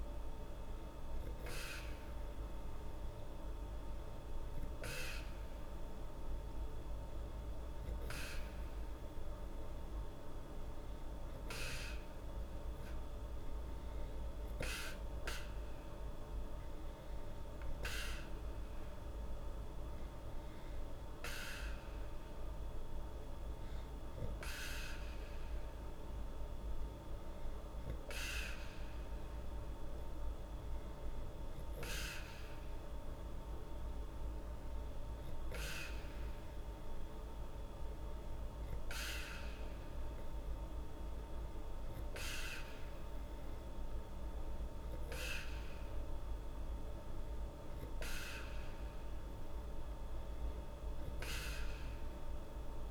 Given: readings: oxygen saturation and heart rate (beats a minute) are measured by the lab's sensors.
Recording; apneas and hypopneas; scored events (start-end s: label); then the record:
breathing in sleep by a room microphone; none
none scored
From the record:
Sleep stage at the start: N2 (light sleep); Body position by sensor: on the back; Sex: female